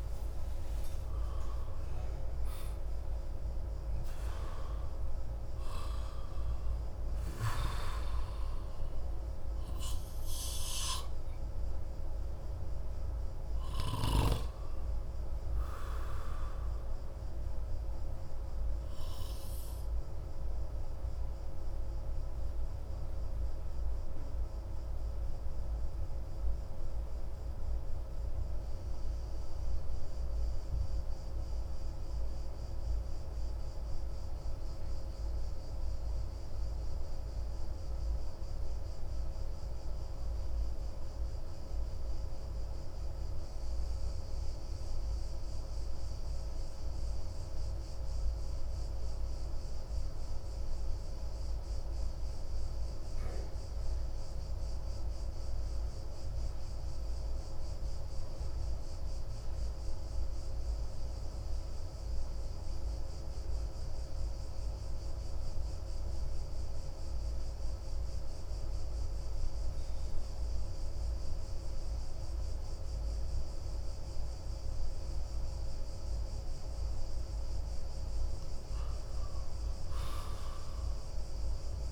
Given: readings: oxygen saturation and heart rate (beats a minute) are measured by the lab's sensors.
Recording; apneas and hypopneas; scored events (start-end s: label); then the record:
breathing in sleep, hard to hear, by a room microphone; 1
0.00-2.50 s: arousal
0.00-21.00 s: oxygen desaturation (device-marked, oxygen 90% lowest)
17.50-77.50 s: obstructive apnea (oxygen 95% before, 88% lowest)
23.00-38.00 s: oxygen desaturation (device-marked, oxygen 92% before, 88% lowest)
60.00-80.00 s: oxygen desaturation (device-marked, oxygen 97% before, 93% lowest)
80.00-81.92 s: arousal
From the record:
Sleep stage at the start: N2 (light sleep); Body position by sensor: on the back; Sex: male